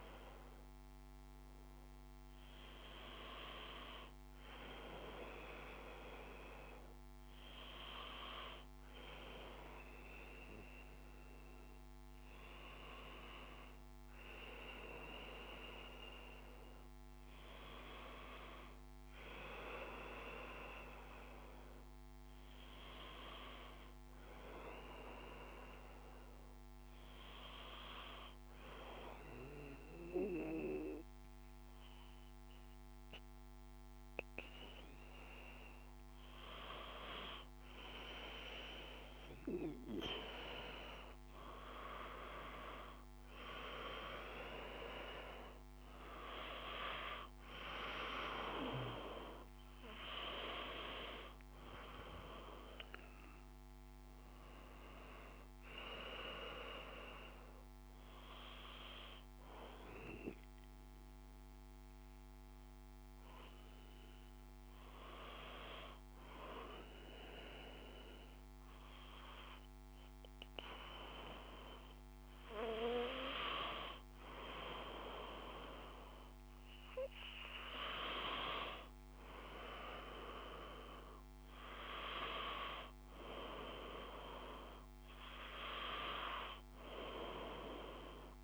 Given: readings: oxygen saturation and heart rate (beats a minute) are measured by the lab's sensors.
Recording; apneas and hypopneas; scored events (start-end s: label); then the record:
breathing in sleep by a microphone on the trachea; 2
25.50-39.00 s: hypopnea (oxygen 96% before, 93% lowest, heart rate 60 before, 57 extreme, up 2 after)
25.50-88.44 s: new sleep stage, N2 (light sleep)
42.50-46.50 s: arousal
59.00-72.50 s: hypopnea (oxygen 95% before, 92% lowest, heart rate 59 before, 57 extreme, up 1 after)
78.50-82.00 s: arousal
From the record:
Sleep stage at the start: N1 (lightest sleep); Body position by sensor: on the back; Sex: male